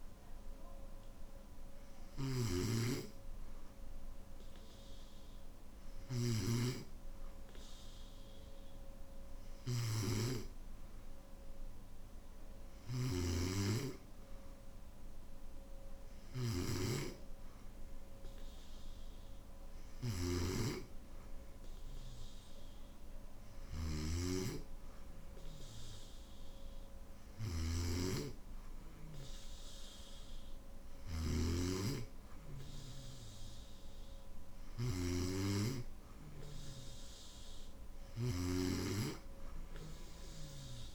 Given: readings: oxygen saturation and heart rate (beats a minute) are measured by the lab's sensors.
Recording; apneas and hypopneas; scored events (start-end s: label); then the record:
breathing in sleep by a room microphone; none
0.00-31.00 s: snoring (device-marked)
38.00-40.95 s: snoring (device-marked)
From the record:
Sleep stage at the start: N3 (deep sleep); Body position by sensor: on the back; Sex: male